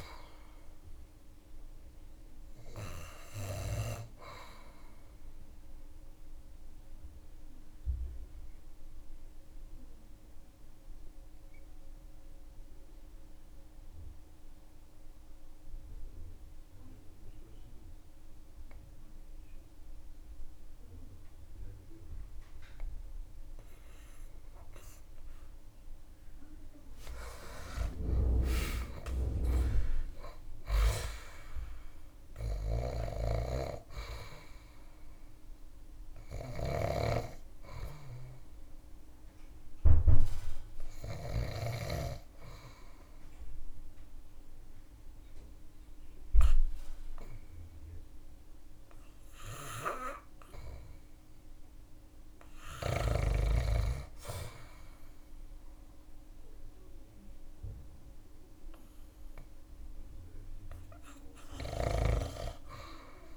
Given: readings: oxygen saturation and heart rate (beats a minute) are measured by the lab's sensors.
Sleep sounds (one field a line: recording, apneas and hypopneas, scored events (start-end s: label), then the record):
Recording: breathing in sleep by a room microphone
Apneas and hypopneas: 2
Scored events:
4.50-25.00 s: obstructive apnea (oxygen 98% before, 85% lowest)
26.00-29.50 s: arousal
31.00-58.00 s: oxygen desaturation (device-marked, oxygen 100% before, 85% lowest)
39.50-52.00 s: obstructive apnea (oxygen 100% before, 85% lowest)
56.50-60.50 s: arousal
From the record:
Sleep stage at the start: REM sleep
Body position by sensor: on the back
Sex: male